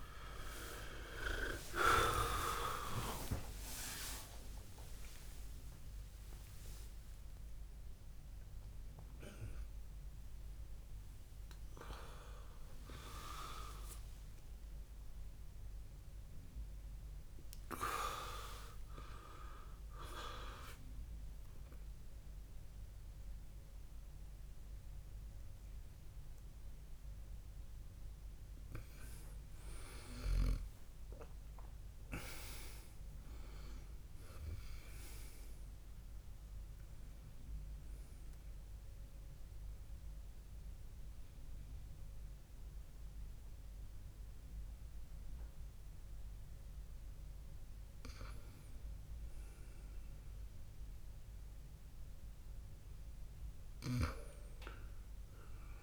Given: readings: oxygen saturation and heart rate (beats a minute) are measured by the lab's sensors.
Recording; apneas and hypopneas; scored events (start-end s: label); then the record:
a person partly awake in a sleep study, by a room microphone; 1
15.50-55.83 s: new sleep stage, N1 (lightest sleep)
39.00-49.00 s: central apnea (oxygen 100% before, 96% lowest, heart rate 90 before, 67 extreme, up 3 after)
From the record:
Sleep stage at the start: awake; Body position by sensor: on the back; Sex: male